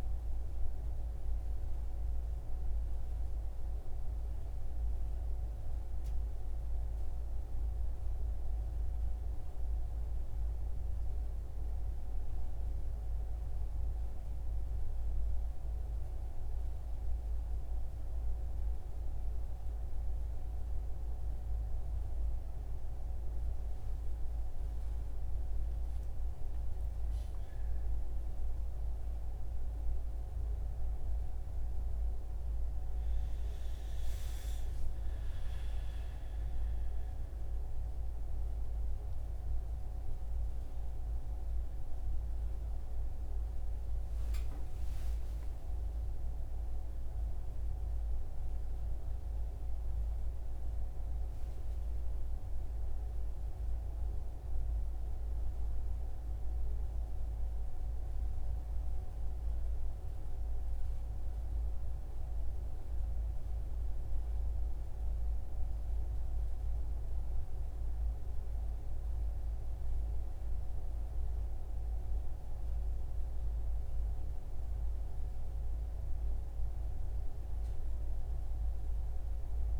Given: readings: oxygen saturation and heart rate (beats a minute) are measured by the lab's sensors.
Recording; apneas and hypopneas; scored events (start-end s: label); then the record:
breathing in sleep, hard to hear, by a room microphone; none
none scored
From the record:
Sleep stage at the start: N2 (light sleep); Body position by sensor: on the right side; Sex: male